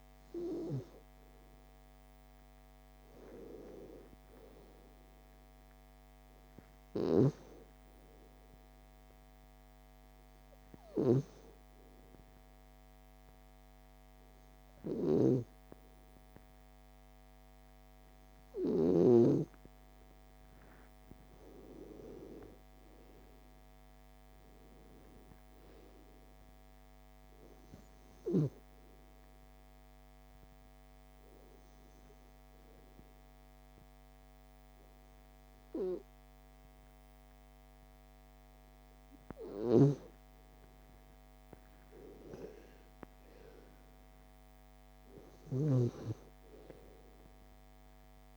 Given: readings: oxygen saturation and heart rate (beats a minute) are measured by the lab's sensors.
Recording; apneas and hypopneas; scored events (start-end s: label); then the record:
breathing in sleep by a microphone on the trachea; 2
11.50-21.50 s: obstructive apnea (oxygen 97% before, 89% lowest)
22.50-25.50 s: arousal
29.00-40.00 s: obstructive apnea (oxygen 96% before, 89% lowest)
39.50-46.00 s: snoring (device-marked)
41.50-44.50 s: arousal
From the record:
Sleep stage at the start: N2 (light sleep); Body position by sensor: on the back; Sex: female